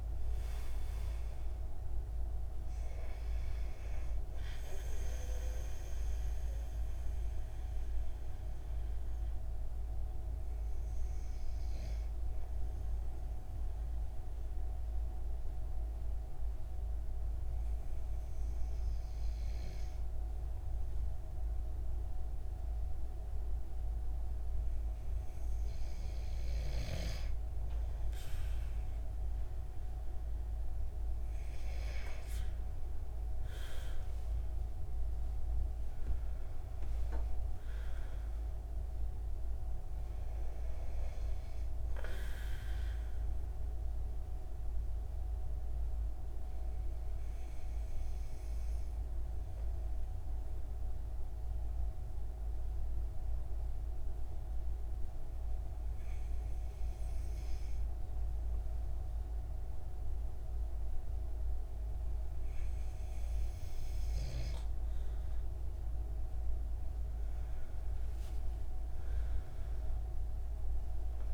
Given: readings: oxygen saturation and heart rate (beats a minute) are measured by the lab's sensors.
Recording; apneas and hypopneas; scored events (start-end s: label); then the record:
breathing in sleep, hard to hear, by a room microphone; 2
0.00-1.00 s: arousal
2.50-20.50 s: oxygen desaturation (device-marked, oxygen 97% before, 93% lowest, heart rate 78 before, 69 extreme)
6.00-25.50 s: obstructive apnea (oxygen 97% before, 93% lowest, heart rate 75 before, 66 extreme, up 13 after)
28.50-32.00 s: arousal
44.00-64.00 s: obstructive apnea (oxygen 97% before, 94% lowest, heart rate 77 before, 68 extreme, up 40 after)
67.50-71.33 s: arousal
From the record:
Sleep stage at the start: N2 (light sleep); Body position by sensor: on the back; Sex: male